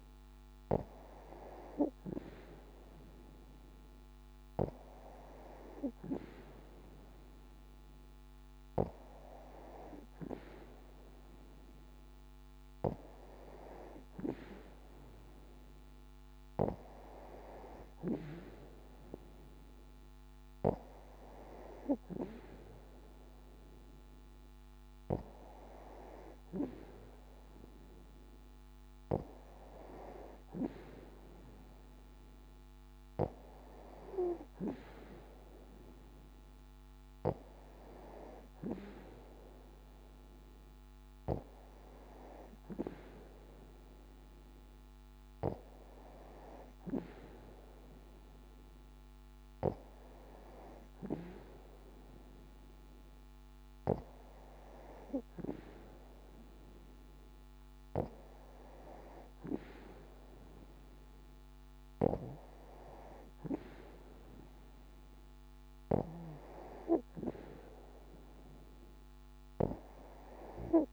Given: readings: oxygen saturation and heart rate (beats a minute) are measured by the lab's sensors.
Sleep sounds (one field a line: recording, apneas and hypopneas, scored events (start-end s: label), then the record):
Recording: breathing in sleep by a microphone on the trachea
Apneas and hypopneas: none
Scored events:
none scored
From the record:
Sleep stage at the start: N2 (light sleep)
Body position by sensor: on the back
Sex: female